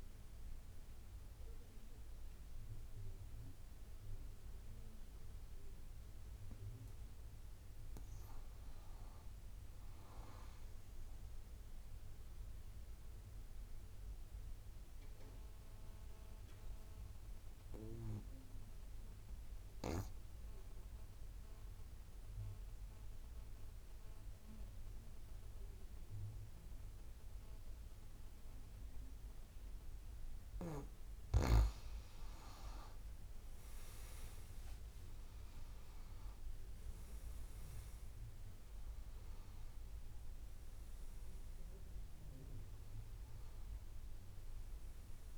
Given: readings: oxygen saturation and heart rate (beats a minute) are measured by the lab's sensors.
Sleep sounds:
breathing in sleep by a room microphone; 1
0.00-9.50 s: oxygen desaturation (device-marked, oxygen 90% lowest)
11.00-30.00 s: obstructive apnea (oxygen 97% before, 87% lowest)
31.50-34.50 s: arousal
36.50-45.38 s: oxygen desaturation (device-marked, oxygen 96% before, 87% lowest)
From the record:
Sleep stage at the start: N2 (light sleep); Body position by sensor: on the back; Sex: female

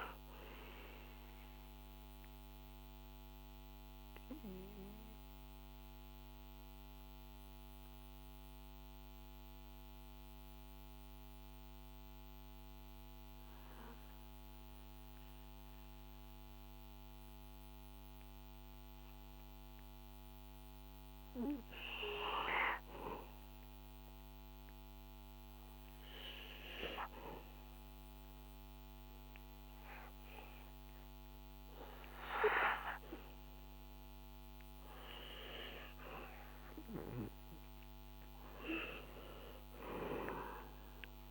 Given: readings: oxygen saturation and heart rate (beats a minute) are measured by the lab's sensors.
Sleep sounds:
breathing in sleep by a microphone on the trachea; 1
0.00-11.50 s: oxygen desaturation (device-marked, oxygen 93% lowest, heart rate 63 extreme)
2.00-20.50 s: mixed apnea (oxygen 99% before, 93% lowest, heart rate 70 before, 63 extreme, up 0 after)
23.00-28.00 s: arousal
31.50-41.31 s: oxygen desaturation (device-marked, oxygen 97% before, 94% lowest, heart rate 65 before, 63 extreme)
From the record:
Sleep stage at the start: N2 (light sleep); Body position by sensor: on the back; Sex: male

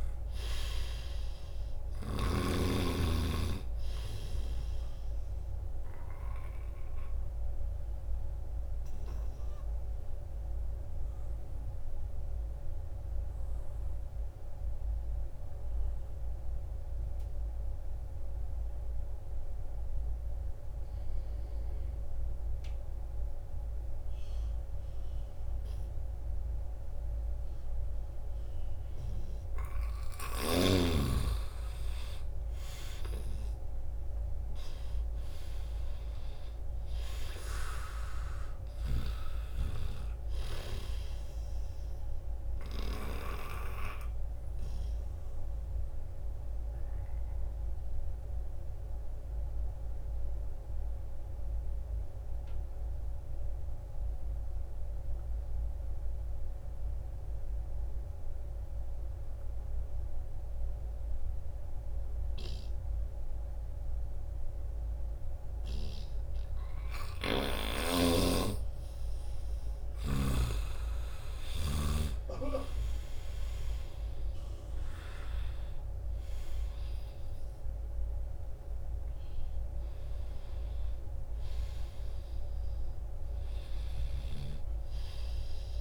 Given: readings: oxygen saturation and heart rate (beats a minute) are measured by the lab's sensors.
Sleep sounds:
breathing in sleep by a room microphone; 2
1.00-19.00 s: oxygen desaturation (device-marked, oxygen 95% before, 88% lowest, heart rate 76 before, 73 extreme)
6.50-28.50 s: obstructive apnea (oxygen 97% before, 87% lowest, heart rate 76 before, 73 extreme, up 4 after)
30.50-34.00 s: arousal
32.00-57.00 s: oxygen desaturation (device-marked, oxygen 97% before, 87% lowest, heart rate 77 before, 74 extreme)
45.50-67.00 s: obstructive apnea (oxygen 97% before, 87% lowest, heart rate 78 before, 74 extreme, up 0 after)
67.00-85.81 s: oxygen desaturation (device-marked, oxygen 98% before, 88% lowest, heart rate 78 before, 73 extreme)
68.00-72.00 s: snoring (device-marked)
69.50-73.50 s: arousal
From the record:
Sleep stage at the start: N2 (light sleep); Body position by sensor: on the back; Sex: male

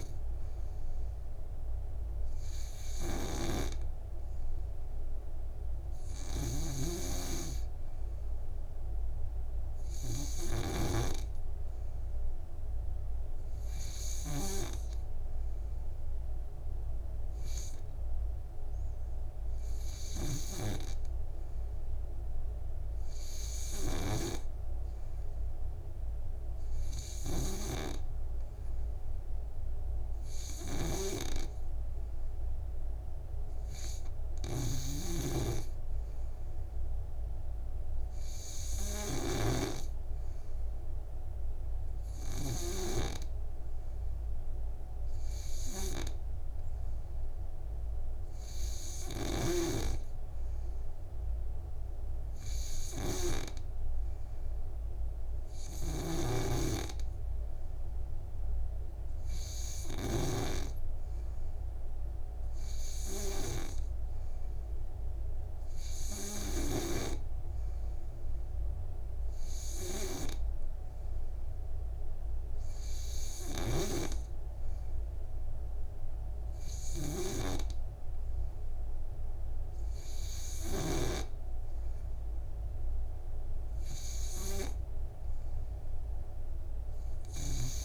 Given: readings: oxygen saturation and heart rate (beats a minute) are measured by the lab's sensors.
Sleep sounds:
breathing in sleep by a room microphone; none
0.00-11.50 s: snoring (device-marked)
8.50-87.85 s: new sleep stage, N3 (deep sleep)
31.00-40.00 s: snoring (device-marked)
40.50-47.50 s: oxygen desaturation (device-marked, oxygen 95% before, 92% lowest, heart rate 60 before, 57 extreme)
49.50-54.00 s: snoring (device-marked)
56.00-61.00 s: snoring (device-marked)
74.00-81.50 s: snoring (device-marked)
From the record:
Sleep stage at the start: N2 (light sleep); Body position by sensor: on the back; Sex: male

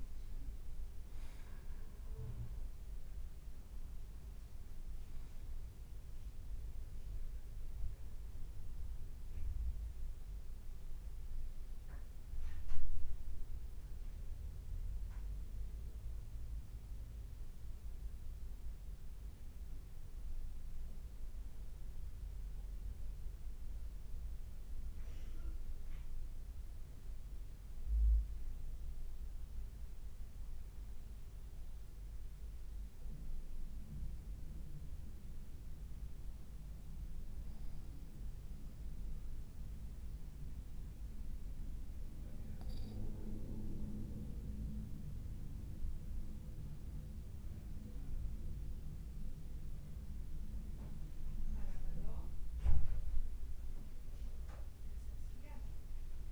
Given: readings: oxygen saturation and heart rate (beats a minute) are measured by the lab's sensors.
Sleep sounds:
breathing in sleep by a room microphone; 1
21.00-25.00 s: arousal
27.50-44.00 s: hypopnea (oxygen 97% before, 93% lowest, heart rate 55 before, 51 extreme, up 1 after)
47.00-51.00 s: arousal
From the record:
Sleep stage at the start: N2 (light sleep); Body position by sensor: on the back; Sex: male

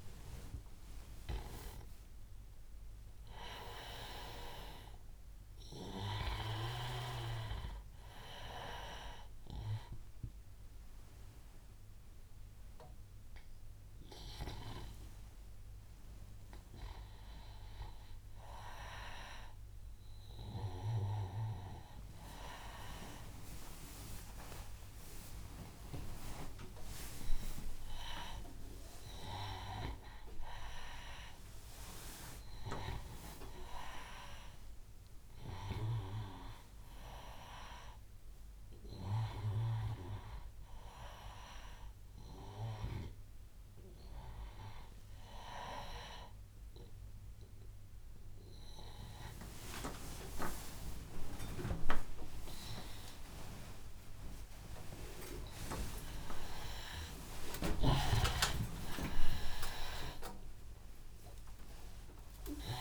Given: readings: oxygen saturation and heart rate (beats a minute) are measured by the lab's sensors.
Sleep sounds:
a person awake in a sleep study, by a room microphone; none
25.50-27.50 s: long interval between heartbeats (device-marked, heart rate 94 before, 106 extreme)
54.50-56.50 s: long interval between heartbeats (device-marked, heart rate 97 before, 153 extreme)
60.50-62.50 s: long interval between heartbeats (device-marked, heart rate 119 before, 133 extreme)
From the record:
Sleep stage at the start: awake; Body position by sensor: on the back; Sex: male

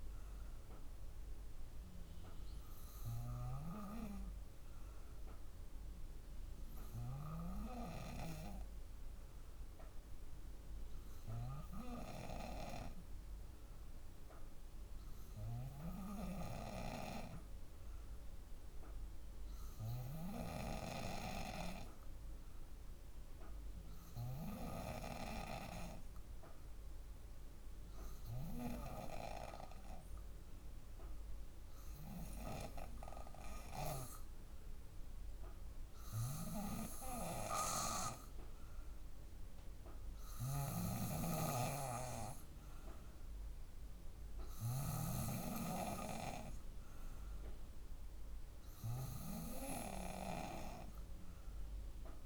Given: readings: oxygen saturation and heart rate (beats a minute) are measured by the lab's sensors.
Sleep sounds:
breathing in sleep by a room microphone; 1
4.00-35.00 s: hypopnea (oxygen 97% before, 94% lowest, heart rate 58 before, 56 extreme, up 0 after)
36.50-40.00 s: arousal
40.00-44.50 s: snoring (device-marked)
From the record:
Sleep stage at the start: N2 (light sleep); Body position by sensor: on the back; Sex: female

